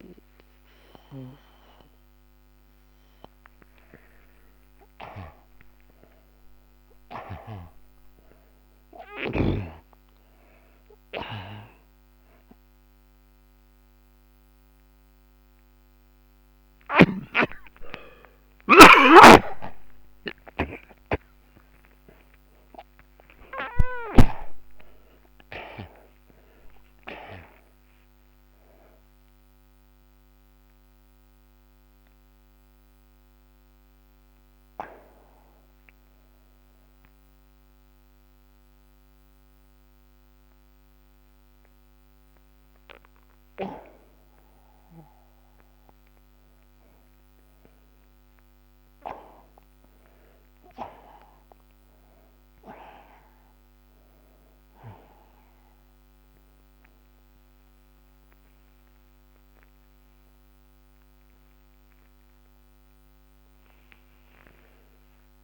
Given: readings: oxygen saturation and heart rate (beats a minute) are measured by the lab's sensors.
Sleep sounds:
breathing in sleep by a microphone on the trachea; 1
18.50-27.50 s: oxygen desaturation (device-marked, oxygen 96% before, 81% lowest, heart rate 79 before, 69 extreme)
26.50-31.00 s: arousal
36.50-47.00 s: central apnea (oxygen 97% before, 81% lowest, heart rate 87 before, 53 extreme, up 26 after)
49.00-52.50 s: arousal
52.50-65.44 s: oxygen desaturation (device-marked, oxygen 97% before, 83% lowest, heart rate 82 before, 53 extreme)
63.50-65.44 s: arousal
From the record:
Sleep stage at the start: N2 (light sleep); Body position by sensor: on the back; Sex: male

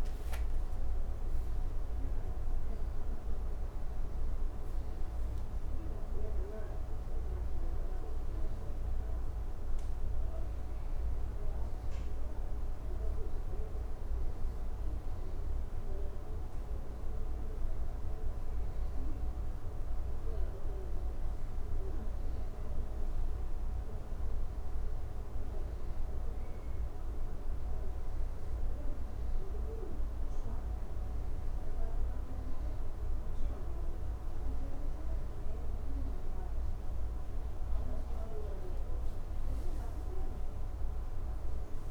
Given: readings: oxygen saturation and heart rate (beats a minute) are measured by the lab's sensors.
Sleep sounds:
breathing in sleep, hard to hear, by a room microphone; none
none scored
From the record:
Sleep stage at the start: N2 (light sleep); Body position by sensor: on the back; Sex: male

